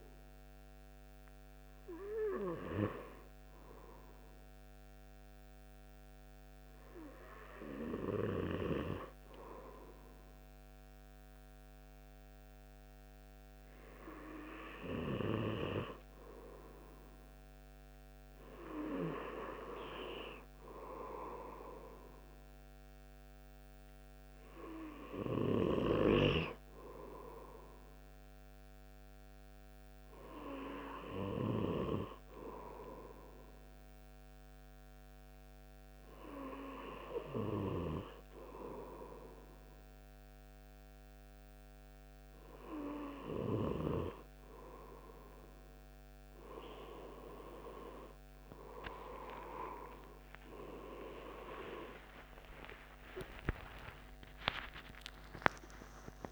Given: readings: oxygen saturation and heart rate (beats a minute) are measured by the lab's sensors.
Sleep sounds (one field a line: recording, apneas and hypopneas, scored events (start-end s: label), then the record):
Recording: breathing in sleep by a microphone on the trachea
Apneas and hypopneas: none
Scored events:
51.00-56.32 s: new sleep stage, awake
From the record:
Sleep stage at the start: N2 (light sleep)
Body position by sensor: on the right side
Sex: male